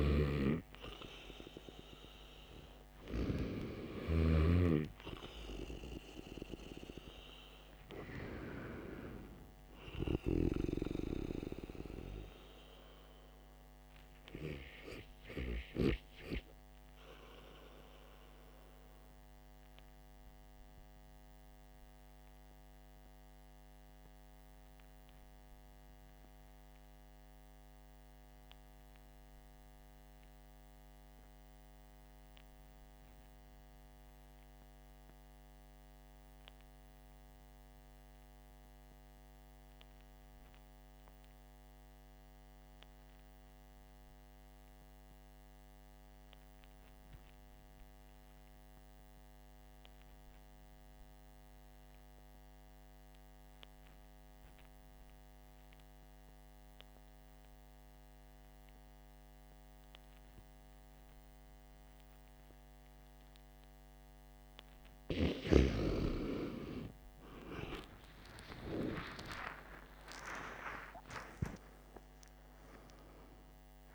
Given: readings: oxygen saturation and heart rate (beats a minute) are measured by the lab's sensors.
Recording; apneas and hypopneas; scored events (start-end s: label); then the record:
breathing in sleep by a microphone on the trachea; 1
0.00-4.00 s: arousal
4.00-10.50 s: snoring (device-marked)
28.00-64.50 s: obstructive apnea (oxygen 96% before, 89% lowest, heart rate 57 before, 46 extreme, up 19 after)
29.50-39.50 s: oxygen desaturation (device-marked, oxygen 96% before, 93% lowest, heart rate 59 before, 46 extreme)
68.00-73.50 s: arousal
From the record:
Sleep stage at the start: REM sleep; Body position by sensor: on the back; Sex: male